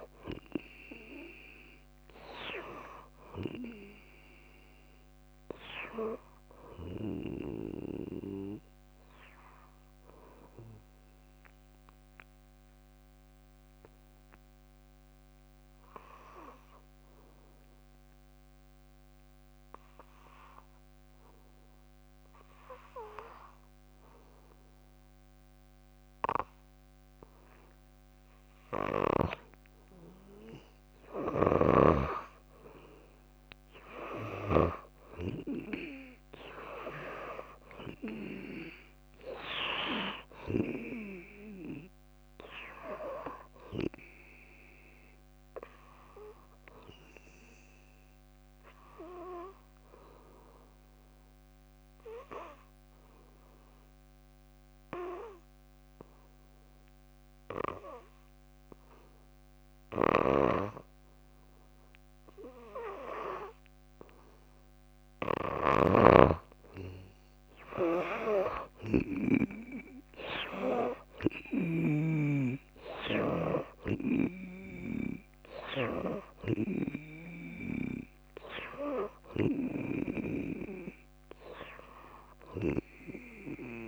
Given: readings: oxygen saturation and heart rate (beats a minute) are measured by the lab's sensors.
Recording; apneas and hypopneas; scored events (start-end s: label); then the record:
breathing in sleep by a microphone on the trachea; 2
0.00-20.00 s: oxygen desaturation (device-marked, oxygen 76% lowest, heart rate 52 extreme)
12.00-28.50 s: obstructive apnea (oxygen 98% before, 82% lowest, heart rate 62 before, 54 extreme, up 8 after)
28.00-54.00 s: oxygen desaturation (device-marked, oxygen 99% before, 86% lowest, heart rate 55 before, 55 extreme)
29.00-51.00 s: drop in pulse transit time (device-marked, heart rate 55 before, 55 extreme)
29.50-33.50 s: arousal
48.50-64.00 s: obstructive apnea (oxygen 99% before, 82% lowest, heart rate 62 before, 57 extreme, up 10 after)
60.00-72.00 s: snoring (device-marked)
65.50-70.00 s: arousal
66.00-83.88 s: oxygen desaturation (device-marked, oxygen 95% before, 82% lowest, heart rate 58 before, 56 extreme)
From the record:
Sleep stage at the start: N2 (light sleep); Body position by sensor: on the back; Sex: female